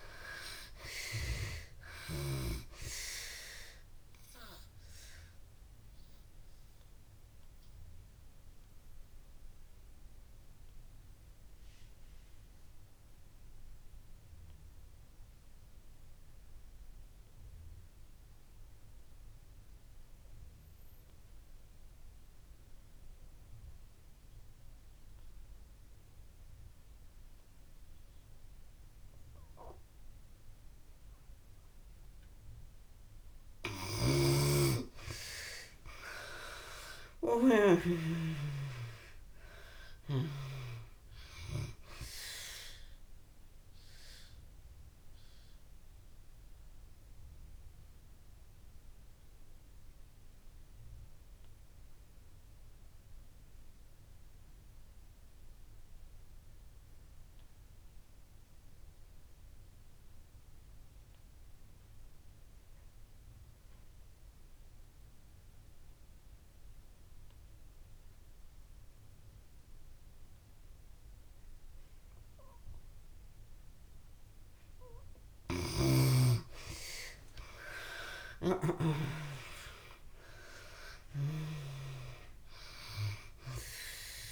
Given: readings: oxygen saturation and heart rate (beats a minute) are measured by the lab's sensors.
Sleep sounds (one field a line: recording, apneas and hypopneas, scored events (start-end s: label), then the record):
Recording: breathing in sleep by a room microphone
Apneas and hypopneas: 2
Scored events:
0.00-26.50 s: oxygen desaturation (device-marked, oxygen 72% lowest)
5.50-32.00 s: obstructive apnea (oxygen 95% before, 69% lowest)
28.50-65.50 s: oxygen desaturation (device-marked, oxygen 95% before, 69% lowest)
34.00-38.00 s: snoring (device-marked)
35.00-38.50 s: arousal
43.00-73.50 s: obstructive apnea (oxygen 95% before, 66% lowest)
67.50-84.32 s: oxygen desaturation (device-marked, oxygen 96% before, 66% lowest)
76.00-80.50 s: arousal
From the record:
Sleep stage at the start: N2 (light sleep)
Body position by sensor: on the back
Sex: female